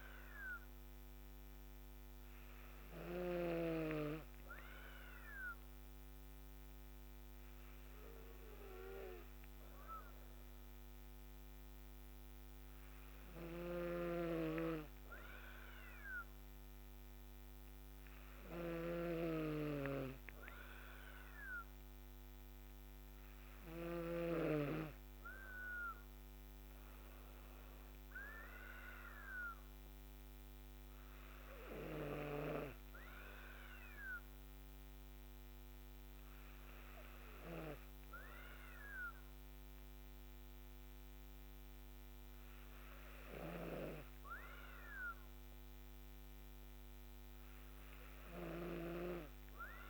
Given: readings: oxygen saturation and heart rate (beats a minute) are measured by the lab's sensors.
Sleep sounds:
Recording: breathing in sleep by a microphone on the trachea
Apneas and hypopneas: none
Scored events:
0.00-3.50 s: snoring (device-marked)
From the record:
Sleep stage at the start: N2 (light sleep)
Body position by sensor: on the back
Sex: female

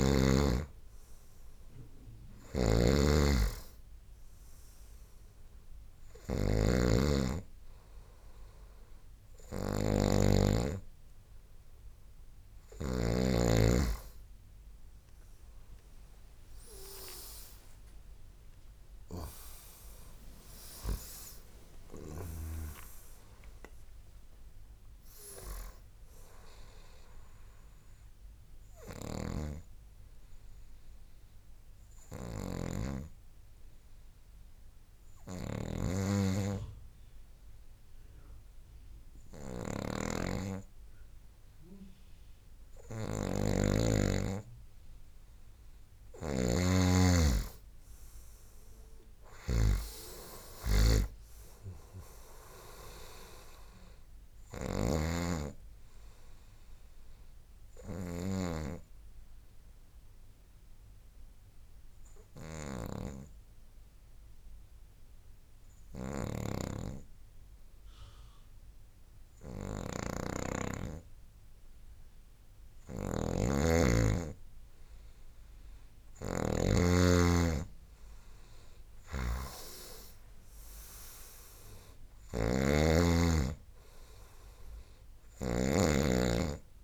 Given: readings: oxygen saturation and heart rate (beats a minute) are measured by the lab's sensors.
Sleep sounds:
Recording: breathing in sleep by a room microphone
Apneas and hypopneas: 2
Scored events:
0.00-1.50 s: arousal
0.00-13.00 s: snoring (device-marked)
14.50-19.50 s: tachycardia (device-marked, heart rate 74 before, 109 extreme)
28.00-44.00 s: hypopnea (oxygen 97% before, 91% lowest, heart rate 86 before, 59 extreme, up 14 after)
29.00-58.50 s: snoring (device-marked)
46.50-50.50 s: arousal
50.50-74.50 s: oxygen desaturation (device-marked, oxygen 98% before, 91% lowest, heart rate 65 before, 60 extreme)
58.50-72.00 s: obstructive apnea (oxygen 98% before, 91% lowest, heart rate 67 before, 60 extreme, up 11 after)
66.00-86.84 s: snoring (device-marked)
77.50-81.50 s: arousal
From the record:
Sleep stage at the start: N2 (light sleep)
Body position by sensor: on the right side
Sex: male

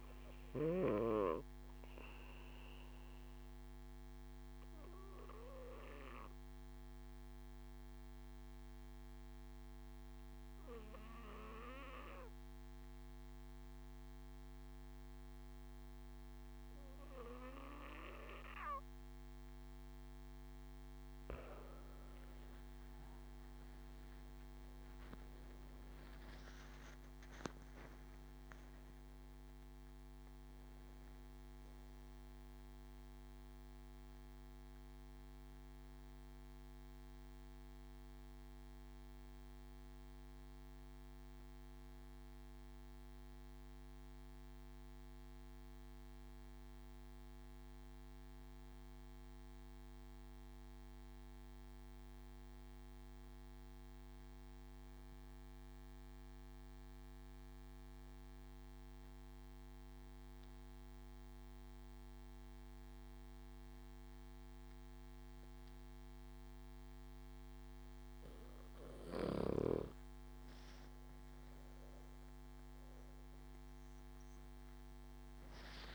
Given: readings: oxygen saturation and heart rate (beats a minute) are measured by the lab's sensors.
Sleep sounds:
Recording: breathing in sleep by a microphone on the trachea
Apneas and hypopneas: 2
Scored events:
0.00-18.50 s: oxygen desaturation (device-marked, oxygen 94% lowest)
2.00-20.00 s: obstructive apnea (oxygen 97% before, 93% lowest)
23.50-27.00 s: arousal
33.00-67.50 s: obstructive apnea (oxygen 98% before, 92% lowest)
59.50-75.95 s: oxygen desaturation (device-marked, oxygen 98% before, 92% lowest)
71.50-74.50 s: arousal
From the record:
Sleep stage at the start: N2 (light sleep)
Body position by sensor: on the back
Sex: male

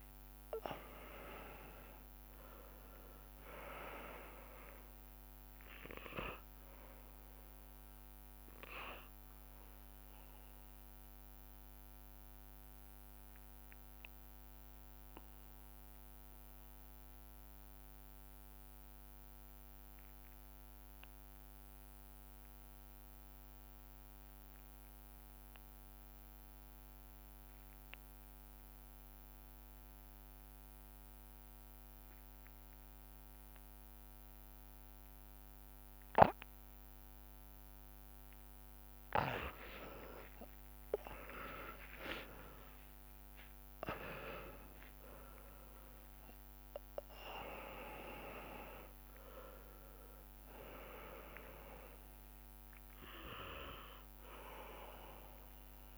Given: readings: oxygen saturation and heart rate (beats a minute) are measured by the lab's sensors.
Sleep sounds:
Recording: breathing in sleep by a microphone on the trachea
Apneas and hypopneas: 1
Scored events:
0.00-22.00 s: oxygen desaturation (device-marked, oxygen 85% lowest)
9.00-38.50 s: obstructive apnea (oxygen 99% before, 82% lowest)
38.00-55.98 s: oxygen desaturation (device-marked, oxygen 99% before, 84% lowest)
40.00-44.50 s: arousal
From the record:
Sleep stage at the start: REM sleep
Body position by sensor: on the back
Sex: male

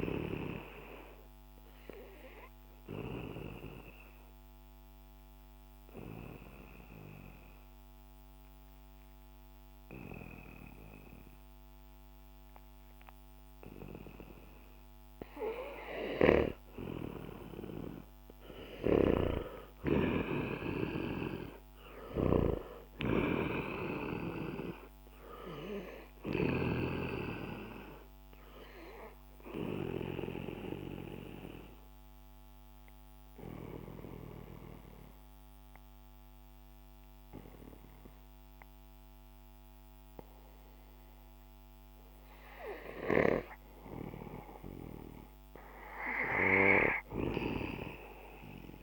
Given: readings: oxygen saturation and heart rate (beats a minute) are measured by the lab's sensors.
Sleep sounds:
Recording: breathing in sleep by a microphone on the trachea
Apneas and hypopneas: 2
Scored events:
4.00-16.50 s: obstructive apnea (oxygen 99% before, 90% lowest, heart rate 67 before, 60 extreme, up 11 after)
20.00-24.00 s: arousal
25.00-45.00 s: oxygen desaturation (device-marked, oxygen 96% before, 90% lowest, heart rate 65 before, 60 extreme)
30.00-43.00 s: obstructive apnea (oxygen 97% before, 90% lowest, heart rate 66 before, 61 extreme, up 9 after)
46.50-48.83 s: arousal
From the record:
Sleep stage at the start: N2 (light sleep)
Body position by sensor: on the back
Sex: male

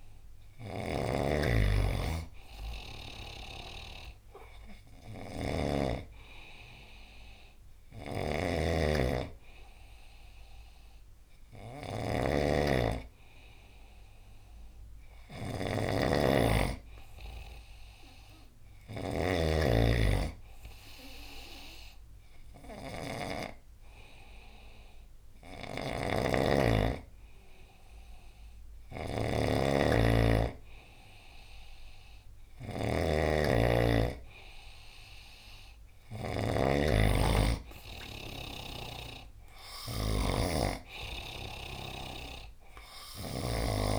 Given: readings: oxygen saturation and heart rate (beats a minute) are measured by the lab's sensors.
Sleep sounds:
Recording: breathing in sleep by a room microphone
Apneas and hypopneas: none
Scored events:
0.00-5.50 s: snoring (device-marked)
7.50-43.99 s: snoring (device-marked)
From the record:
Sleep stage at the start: N2 (light sleep)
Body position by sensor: on the right side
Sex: male

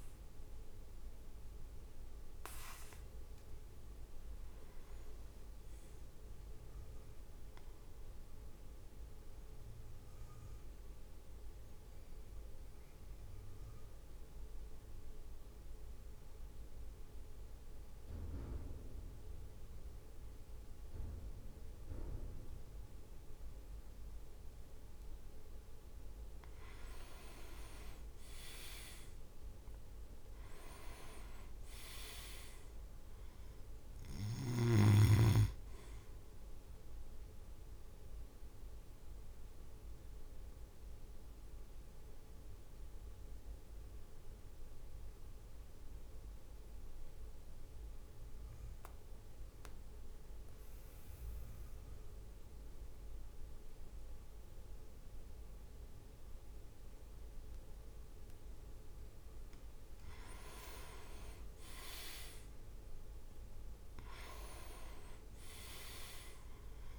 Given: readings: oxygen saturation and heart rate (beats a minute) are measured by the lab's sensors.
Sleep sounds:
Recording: breathing in sleep by a room microphone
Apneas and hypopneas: 2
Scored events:
3.50-5.50 s: leg movement (device-marked)
8.50-25.50 s: mixed apnea (oxygen 99% before, 94% lowest, heart rate 57 before, 51 extreme, up 11 after)
27.00-28.50 s: leg movement (device-marked)
27.00-32.00 s: arousal
28.50-38.50 s: drop in pulse transit time (device-marked, heart rate 56 before, 56 extreme)
38.50-59.50 s: mixed apnea (oxygen 99% before, 95% lowest, heart rate 58 before, 51 extreme, up 7 after)
60.00-62.50 s: leg movement (device-marked)
60.50-66.98 s: drop in pulse transit time (device-marked, heart rate 54 before, 55 extreme)
61.00-64.50 s: arousal
From the record:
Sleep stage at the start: N2 (light sleep)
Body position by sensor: on the back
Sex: male

